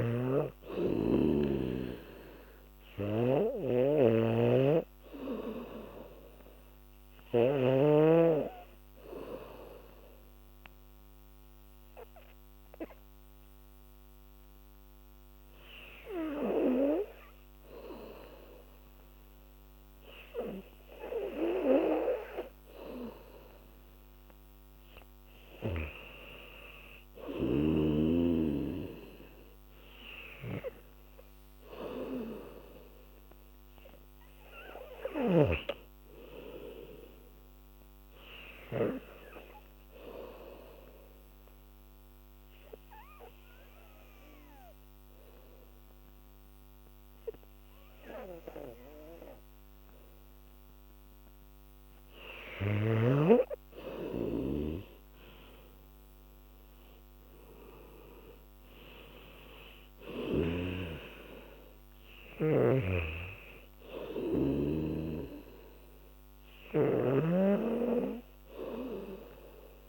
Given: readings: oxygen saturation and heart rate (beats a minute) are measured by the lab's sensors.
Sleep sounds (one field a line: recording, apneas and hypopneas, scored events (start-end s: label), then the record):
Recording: breathing in sleep by a microphone on the trachea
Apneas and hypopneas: 2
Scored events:
0.00-8.00 s: snoring (device-marked)
0.00-11.00 s: oxygen desaturation (device-marked, oxygen 90% lowest, heart rate 78 extreme)
10.00-24.00 s: obstructive apnea (oxygen 99% before, 88% lowest, heart rate 82 before, 77 extreme, up 3 after)
26.50-29.50 s: arousal
39.00-51.50 s: obstructive apnea (oxygen 97% before, 88% lowest, heart rate 79 before, 73 extreme, up 9 after)
53.50-57.00 s: arousal
58.00-69.89 s: oxygen desaturation (device-marked, oxygen 97% before, 88% lowest, heart rate 80 before, 73 extreme)
60.50-65.00 s: snoring (device-marked)
67.00-69.89 s: snoring (device-marked)
From the record:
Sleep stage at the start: N2 (light sleep)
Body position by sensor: on the back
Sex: female